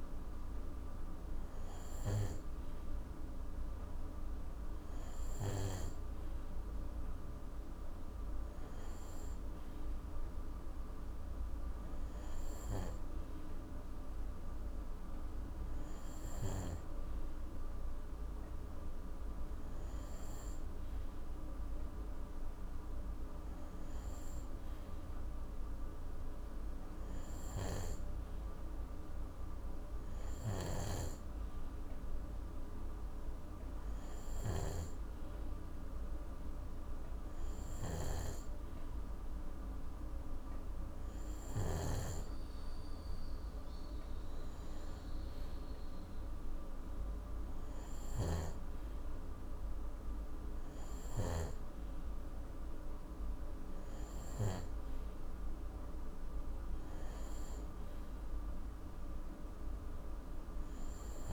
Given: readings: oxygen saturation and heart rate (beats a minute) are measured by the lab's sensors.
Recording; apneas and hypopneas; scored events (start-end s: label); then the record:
breathing in sleep by a room microphone; none
30.50-41.50 s: snoring (device-marked)
From the record:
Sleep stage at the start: N2 (light sleep); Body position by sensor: on the right side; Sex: male